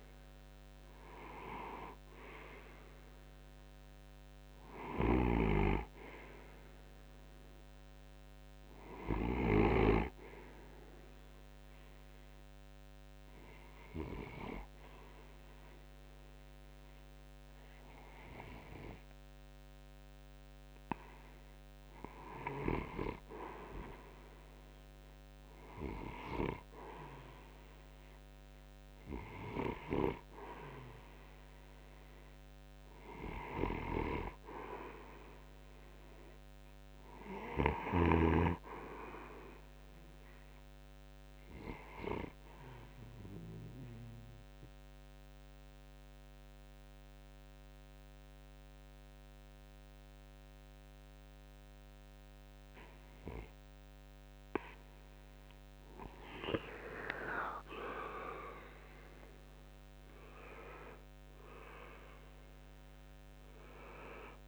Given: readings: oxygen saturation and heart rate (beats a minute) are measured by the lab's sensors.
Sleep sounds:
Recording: breathing in sleep by a microphone on the trachea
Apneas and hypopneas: 2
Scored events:
0.00-3.50 s: oxygen desaturation (device-marked, oxygen 82% lowest)
4.00-9.00 s: snoring (device-marked)
10.50-21.50 s: obstructive apnea (oxygen 87% before, 81% lowest)
24.00-28.00 s: arousal
28.50-40.50 s: oxygen desaturation (device-marked, oxygen 94% before, 88% lowest)
42.50-52.50 s: obstructive apnea (oxygen 94% before, 81% lowest)
55.50-59.00 s: arousal
61.50-64.48 s: oxygen desaturation (device-marked, oxygen 90% before, 81% lowest)
From the record:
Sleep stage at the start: REM sleep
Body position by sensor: on the right side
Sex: male

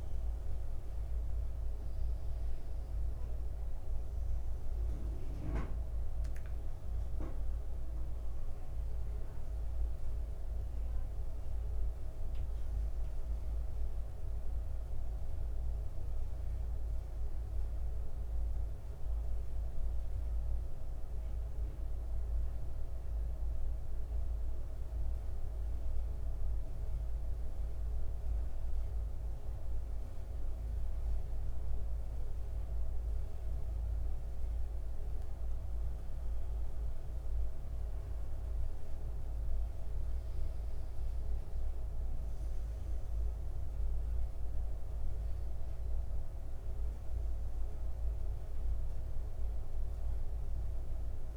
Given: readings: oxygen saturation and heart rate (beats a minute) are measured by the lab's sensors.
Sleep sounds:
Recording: breathing in sleep, hard to hear, by a room microphone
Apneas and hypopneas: 1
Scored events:
0.00-2.00 s: arousal
6.00-26.00 s: oxygen desaturation (device-marked, oxygen 91% before, 88% lowest, heart rate 75 before, 74 extreme)
8.00-38.00 s: new sleep stage, N1 (lightest sleep)
22.00-34.00 s: hypopnea (oxygen 91% before, 88% lowest, heart rate 80 before, 74 extreme, up 7 after)
35.50-40.50 s: arousal
38.00-51.37 s: new sleep stage, N2 (light sleep)
44.00-51.37 s: oxygen desaturation (device-marked, oxygen 93% before, 89% lowest, heart rate 77 before, 75 extreme)
From the record:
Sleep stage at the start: N2 (light sleep)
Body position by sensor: on the back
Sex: male

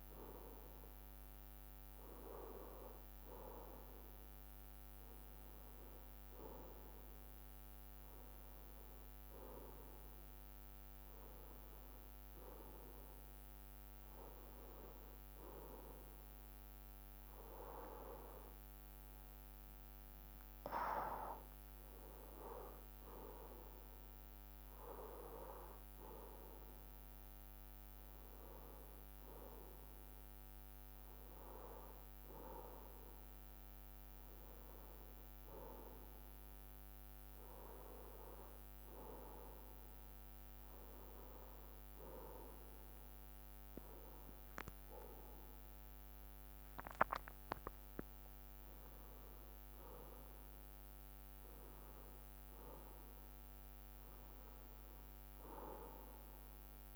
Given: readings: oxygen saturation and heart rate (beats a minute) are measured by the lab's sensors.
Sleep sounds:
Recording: breathing in sleep by a microphone on the trachea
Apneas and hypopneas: none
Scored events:
44.00-47.50 s: arousal
55.00-56.96 s: bradycardia (device-marked, heart rate 57 before, 60 extreme)
From the record:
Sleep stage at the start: N1 (lightest sleep)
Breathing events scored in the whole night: 153 in 4.2 hours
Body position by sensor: on the left side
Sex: male

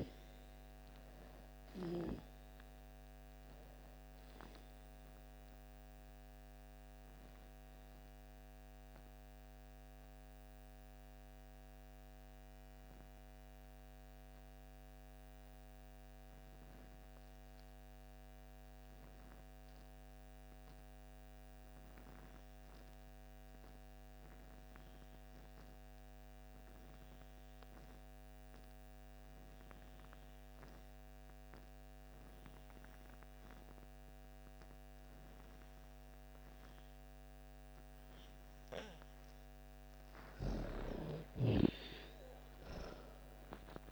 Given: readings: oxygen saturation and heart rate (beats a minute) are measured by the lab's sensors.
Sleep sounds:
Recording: breathing in sleep by a microphone on the trachea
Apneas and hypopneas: 1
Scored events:
0.00-20.50 s: oxygen desaturation (device-marked, oxygen 81% lowest)
4.50-39.00 s: mixed apnea (oxygen 98% before, 79% lowest)
32.50-43.92 s: oxygen desaturation (device-marked, oxygen 98% before, 79% lowest)
40.50-43.92 s: arousal
From the record:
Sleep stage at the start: N2 (light sleep)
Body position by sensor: on the back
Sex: female

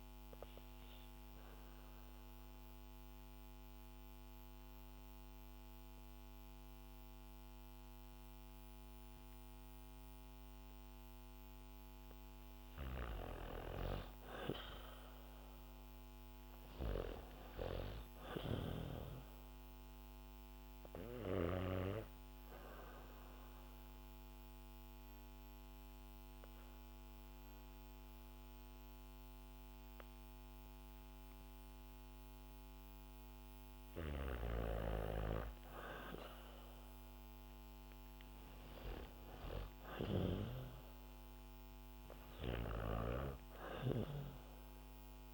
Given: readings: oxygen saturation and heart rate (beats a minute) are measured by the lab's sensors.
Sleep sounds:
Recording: breathing in sleep by a microphone on the trachea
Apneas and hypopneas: 2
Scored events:
0.00-11.50 s: oxygen desaturation (device-marked, oxygen 95% lowest, heart rate 61 extreme)
1.50-11.50 s: mixed apnea (oxygen 99% before, 95% lowest, heart rate 66 before, 61 extreme, up 7 after)
15.00-19.00 s: arousal
18.50-29.50 s: oxygen desaturation (device-marked, oxygen 99% before, 95% lowest, heart rate 66 before, 61 extreme)
23.00-34.00 s: obstructive apnea (oxygen 99% before, 95% lowest, heart rate 66 before, 61 extreme, up 4 after)
36.50-41.00 s: arousal
From the record:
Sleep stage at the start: N2 (light sleep)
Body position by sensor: on the back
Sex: female

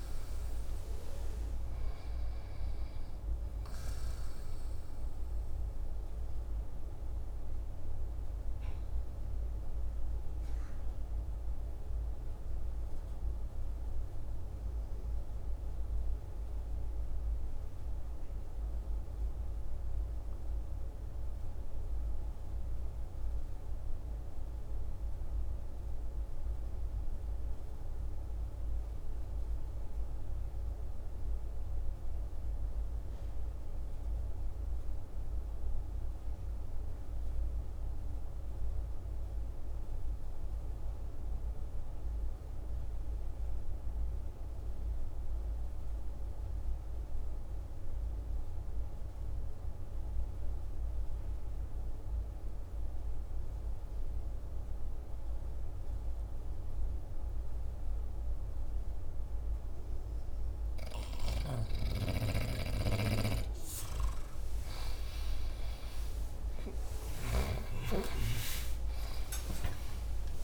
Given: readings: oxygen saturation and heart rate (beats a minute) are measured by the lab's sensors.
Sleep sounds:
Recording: breathing in sleep by a room microphone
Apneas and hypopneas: 1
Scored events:
0.00-15.50 s: oxygen desaturation (device-marked, oxygen 71% lowest, heart rate 47 extreme)
6.50-62.00 s: mixed apnea (oxygen 88% before, 69% lowest, heart rate 63 before, 49 extreme, up 24 after)
35.50-70.44 s: oxygen desaturation (device-marked, oxygen 98% before, 74% lowest, heart rate 51 before, 50 extreme)
65.00-70.00 s: arousal
66.50-70.44 s: new sleep stage, N1 (lightest sleep)
From the record:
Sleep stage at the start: REM sleep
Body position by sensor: on the back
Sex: male

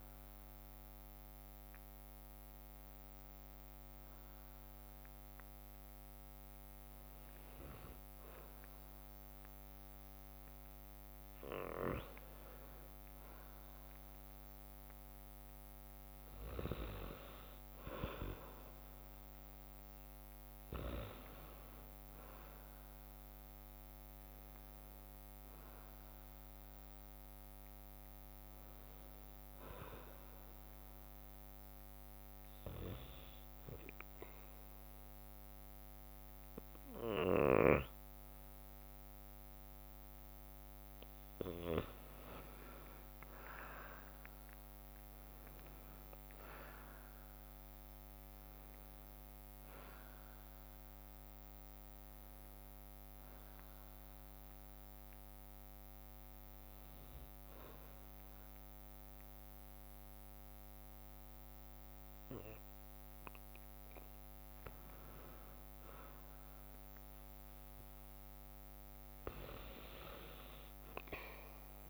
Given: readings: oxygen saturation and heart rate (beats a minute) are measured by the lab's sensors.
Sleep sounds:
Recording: breathing in sleep by a microphone on the trachea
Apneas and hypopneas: 2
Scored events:
22.00-27.00 s: arousal
29.50-40.50 s: hypopnea (oxygen 94% before, 92% lowest, heart rate 62 before, 59 extreme, up 6 after)
30.00-71.90 s: new sleep stage, N2 (light sleep)
42.50-47.00 s: arousal
53.50-64.00 s: obstructive apnea (oxygen 95% before, 92% lowest, heart rate 64 before, 59 extreme, up 4 after)
56.00-58.00 s: bradycardia (device-marked, heart rate 66 before, 61 extreme)
66.50-70.50 s: arousal
From the record:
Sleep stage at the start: N1 (lightest sleep)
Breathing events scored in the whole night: 332 in 4.6 hours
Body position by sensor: on the back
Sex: female

